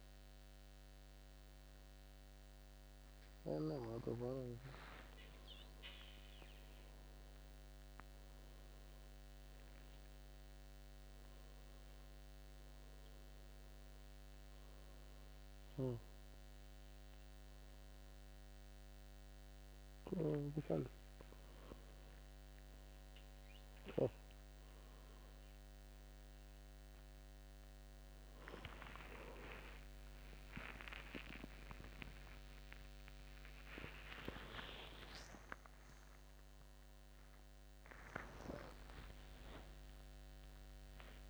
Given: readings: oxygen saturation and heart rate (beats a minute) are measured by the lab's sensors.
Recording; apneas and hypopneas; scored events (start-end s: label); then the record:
a person awake in a sleep study, by a microphone on the trachea; none
none scored
From the record:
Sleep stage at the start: awake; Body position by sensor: on the back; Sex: male